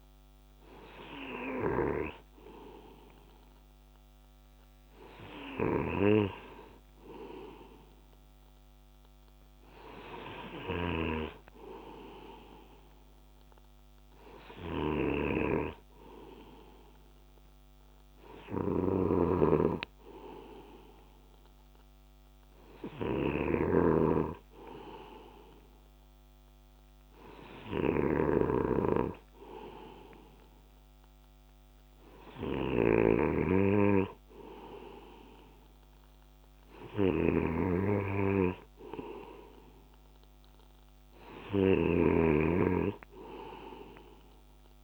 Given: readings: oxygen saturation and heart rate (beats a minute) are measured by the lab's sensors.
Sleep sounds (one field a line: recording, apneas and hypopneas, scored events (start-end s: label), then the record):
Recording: breathing in sleep by a microphone on the trachea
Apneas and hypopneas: none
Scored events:
18.50-44.84 s: snoring (device-marked)
From the record:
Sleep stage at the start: N2 (light sleep)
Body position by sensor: on the left side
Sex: male